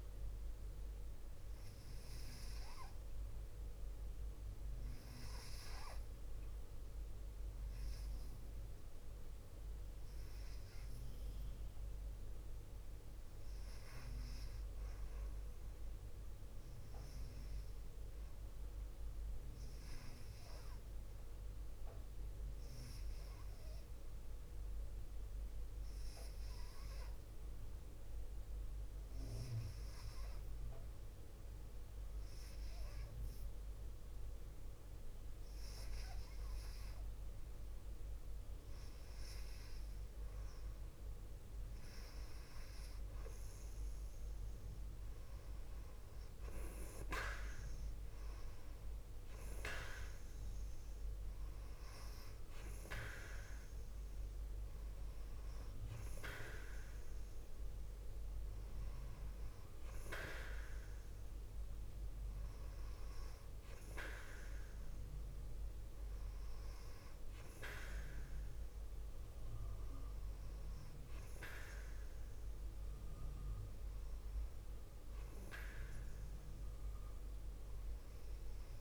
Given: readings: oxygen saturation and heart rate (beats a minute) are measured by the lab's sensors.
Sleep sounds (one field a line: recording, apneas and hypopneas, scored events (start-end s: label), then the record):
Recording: breathing in sleep by a room microphone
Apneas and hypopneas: 1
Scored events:
17.50-29.50 s: oxygen desaturation (device-marked, oxygen 94% before, 91% lowest, heart rate 58 before, 58 extreme)
23.00-37.00 s: hypopnea (oxygen 94% before, 86% lowest, heart rate 58 before, 58 extreme, up 4 after)
38.50-42.50 s: arousal
46.50-70.50 s: oxygen desaturation (device-marked, oxygen 91% before, 86% lowest, heart rate 60 before, 55 extreme)
From the record:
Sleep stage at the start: N2 (light sleep)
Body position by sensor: on the left side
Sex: female